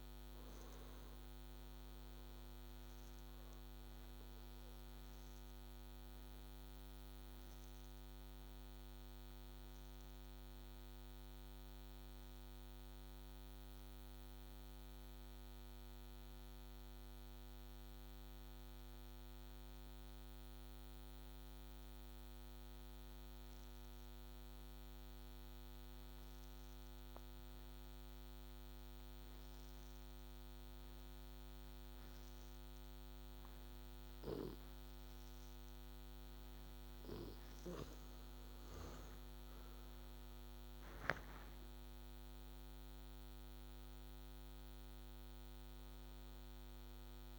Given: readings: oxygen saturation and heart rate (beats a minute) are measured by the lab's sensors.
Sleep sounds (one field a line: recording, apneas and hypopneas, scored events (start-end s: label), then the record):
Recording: breathing in sleep, hard to hear, by a microphone on the trachea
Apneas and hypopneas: 1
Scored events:
0.00-23.00 s: oxygen desaturation (device-marked, oxygen 82% lowest, heart rate 65 extreme)
4.00-37.00 s: obstructive apnea (oxygen 99% before, 81% lowest, heart rate 67 before, 64 extreme, up 10 after)
35.00-47.39 s: oxygen desaturation (device-marked, oxygen 98% before, 81% lowest, heart rate 67 before, 64 extreme)
38.00-43.50 s: arousal
From the record:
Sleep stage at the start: N2 (light sleep)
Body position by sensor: on the back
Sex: male